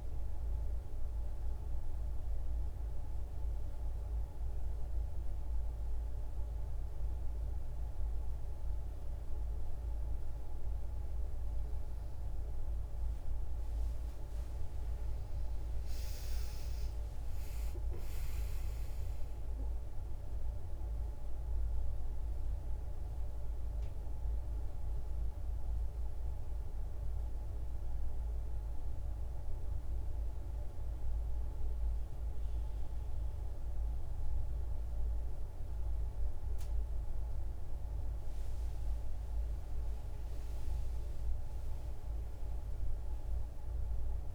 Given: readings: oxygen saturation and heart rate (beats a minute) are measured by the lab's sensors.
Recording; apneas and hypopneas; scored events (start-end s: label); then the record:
breathing in sleep, hard to hear, by a room microphone; 2
0.00-7.00 s: oxygen desaturation (device-marked, oxygen 91% lowest, heart rate 67 extreme)
0.50-11.00 s: hypopnea (oxygen 97% before, 91% lowest, heart rate 95 before, 76 extreme, up 28 after)
14.50-18.50 s: arousal
22.00-38.00 s: obstructive apnea (oxygen 97% before, 91% lowest, heart rate 90 before, 53 extreme, up 11 after)
39.50-42.50 s: arousal
From the record:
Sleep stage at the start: N2 (light sleep); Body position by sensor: on the back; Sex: female